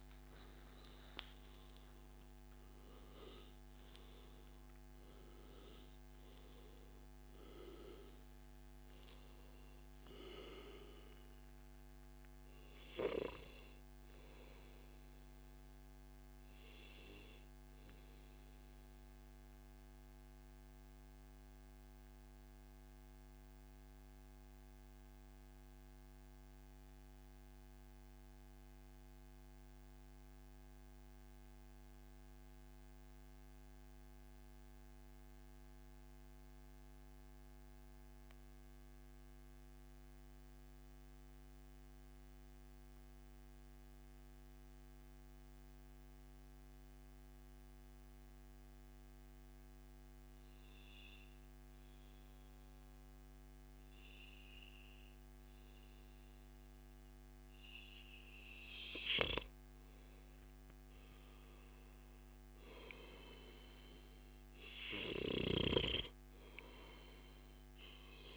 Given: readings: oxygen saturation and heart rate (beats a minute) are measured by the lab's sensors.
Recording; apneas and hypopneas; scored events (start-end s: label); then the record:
breathing in sleep by a microphone on the trachea; 1
0.00-18.50 s: oxygen desaturation (device-marked, oxygen 91% lowest, heart rate 83 extreme)
19.00-56.50 s: mixed apnea (oxygen 96% before, 91% lowest, heart rate 135 before, 91 extreme, up 17 after)
49.50-67.50 s: oxygen desaturation (device-marked, oxygen 98% before, 95% lowest, heart rate 111 before, 92 extreme)
51.00-53.00 s: long interval between heartbeats (device-marked, heart rate 111 before, 97 extreme)
55.50-57.50 s: long interval between heartbeats (device-marked, heart rate 110 before, 106 extreme)
59.50-63.50 s: arousal
From the record:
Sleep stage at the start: N2 (light sleep); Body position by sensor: on the back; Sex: male